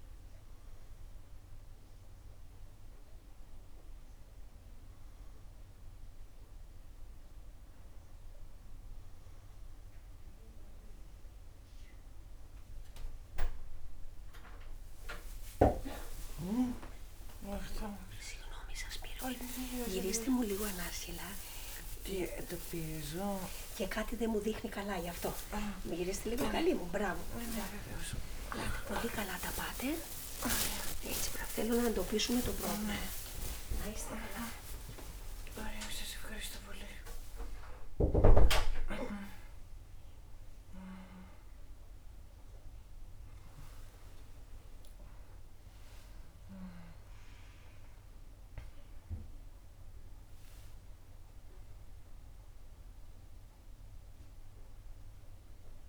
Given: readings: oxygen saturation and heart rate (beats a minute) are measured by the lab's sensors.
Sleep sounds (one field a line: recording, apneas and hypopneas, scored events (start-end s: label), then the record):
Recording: a person awake in a sleep study, by a room microphone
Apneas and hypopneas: none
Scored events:
12.00-55.89 s: new sleep stage, awake
20.00-22.00 s: long interval between heartbeats (device-marked, heart rate 58 before, 66 extreme)
22.50-24.50 s: long interval between heartbeats (device-marked, heart rate 59 before, 89 extreme)
23.00-35.00 s: tachycardia (device-marked, heart rate 58 before, 194 extreme)
27.50-29.50 s: long interval between heartbeats (device-marked, heart rate 68 before, 128 extreme)
31.50-33.50 s: long interval between heartbeats (device-marked, heart rate 83 before, 183 extreme)
33.50-35.50 s: long interval between heartbeats (device-marked, heart rate 96 before, 173 extreme)
From the record:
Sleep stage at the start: N3 (deep sleep)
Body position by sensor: on the right side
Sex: female